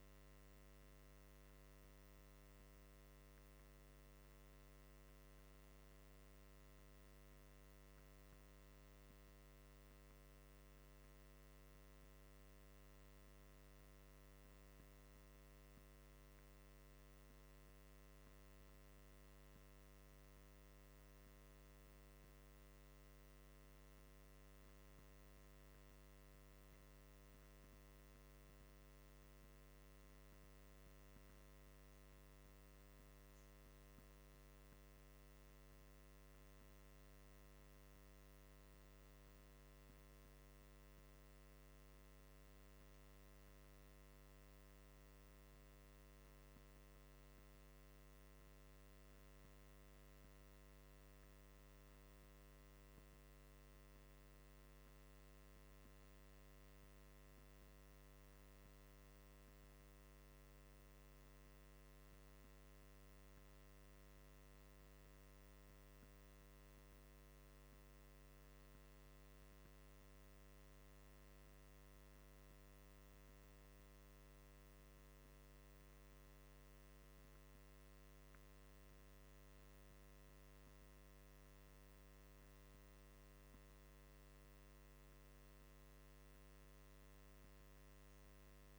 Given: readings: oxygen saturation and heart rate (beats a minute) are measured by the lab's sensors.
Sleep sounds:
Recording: breathing in sleep, hard to hear, by a microphone on the trachea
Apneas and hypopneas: none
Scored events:
none scored
From the record:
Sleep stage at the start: N1 (lightest sleep)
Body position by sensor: on the right side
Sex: male

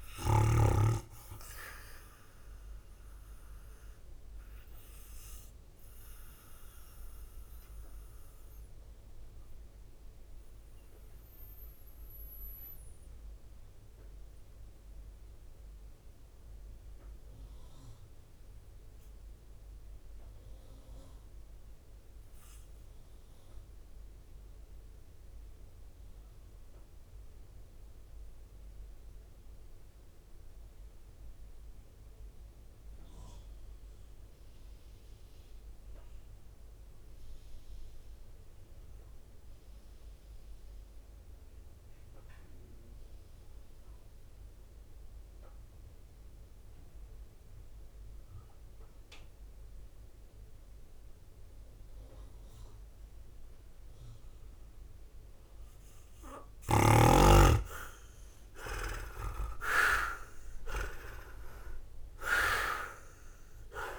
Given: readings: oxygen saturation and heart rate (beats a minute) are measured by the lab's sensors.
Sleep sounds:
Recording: breathing in sleep by a room microphone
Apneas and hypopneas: 1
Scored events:
0.00-6.00 s: drop in pulse transit time (device-marked, heart rate 56 extreme)
2.50-55.00 s: obstructive apnea (oxygen 98% before, 83% lowest, heart rate 60 before, 53 extreme, up 16 after)
17.00-24.00 s: oxygen desaturation (device-marked, oxygen 96% before, 93% lowest, heart rate 56 before, 53 extreme)
28.00-38.00 s: drop in pulse transit time (device-marked, heart rate 54 before, 53 extreme)
50.00-63.99 s: oxygen desaturation (device-marked, oxygen 98% before, 87% lowest, heart rate 54 before, 55 extreme)
58.00-63.00 s: arousal
59.50-61.50 s: leg movement (device-marked)
60.00-63.99 s: drop in pulse transit time (device-marked, heart rate 55 before, 59 extreme)
From the record:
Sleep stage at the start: N2 (light sleep)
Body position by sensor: on the right side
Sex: male

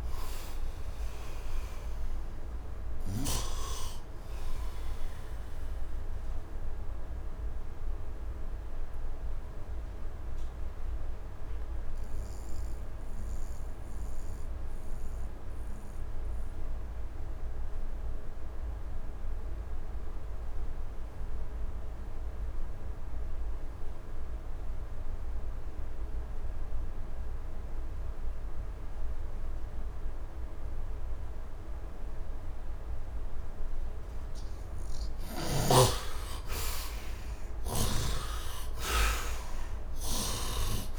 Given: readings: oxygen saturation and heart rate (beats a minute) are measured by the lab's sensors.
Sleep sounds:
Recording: breathing in sleep by a room microphone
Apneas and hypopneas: 1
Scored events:
0.00-3.00 s: snoring (device-marked)
0.00-18.00 s: oxygen desaturation (device-marked, oxygen 41% lowest, heart rate 71 extreme)
4.50-34.00 s: mixed apnea (oxygen 60% before, 41% lowest, heart rate 80 before, 71 extreme, up 11 after)
29.00-40.99 s: oxygen desaturation (device-marked, oxygen 91% before, 51% lowest, heart rate 79 before, 73 extreme)
35.50-40.50 s: arousal
39.50-40.99 s: snoring (device-marked)
From the record:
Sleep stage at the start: REM sleep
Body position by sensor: on the right side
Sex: male

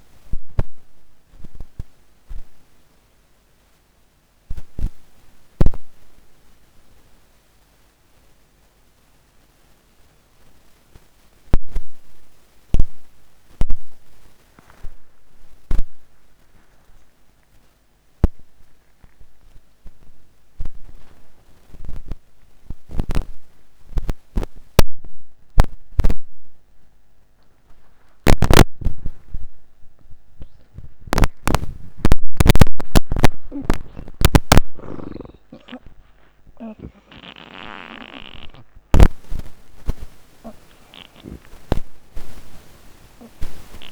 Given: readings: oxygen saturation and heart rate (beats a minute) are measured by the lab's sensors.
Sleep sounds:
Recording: a person awake in a sleep study, by a microphone on the trachea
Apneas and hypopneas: none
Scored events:
35.00-41.00 s: oxygen desaturation (device-marked, oxygen 94% before, 90% lowest)
From the record:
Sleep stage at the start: awake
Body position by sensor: upright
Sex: male

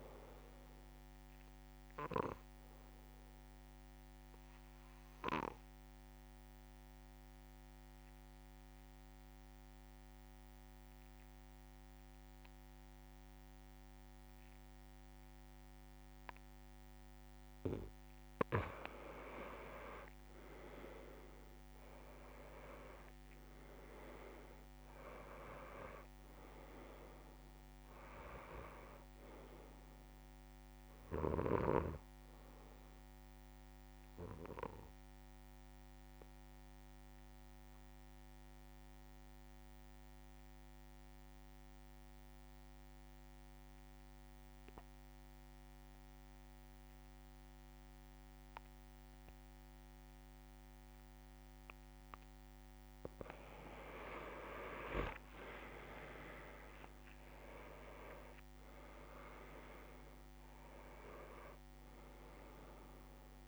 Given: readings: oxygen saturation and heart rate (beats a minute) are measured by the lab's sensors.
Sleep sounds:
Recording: breathing in sleep by a microphone on the trachea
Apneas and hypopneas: 2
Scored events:
0.00-12.50 s: oxygen desaturation (device-marked, oxygen 91% lowest)
3.50-18.00 s: obstructive apnea (oxygen 98% before, 89% lowest)
20.00-24.00 s: arousal
26.50-42.50 s: oxygen desaturation (device-marked, oxygen 97% before, 90% lowest)
35.00-52.00 s: obstructive apnea (oxygen 97% before, 89% lowest)
51.50-63.48 s: oxygen desaturation (device-marked, oxygen 98% before, 89% lowest)
55.00-60.50 s: arousal
55.50-57.50 s: long interval between heartbeats (device-marked)
58.50-60.50 s: long interval between heartbeats (device-marked)
From the record:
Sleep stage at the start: N2 (light sleep)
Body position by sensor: on the back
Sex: male

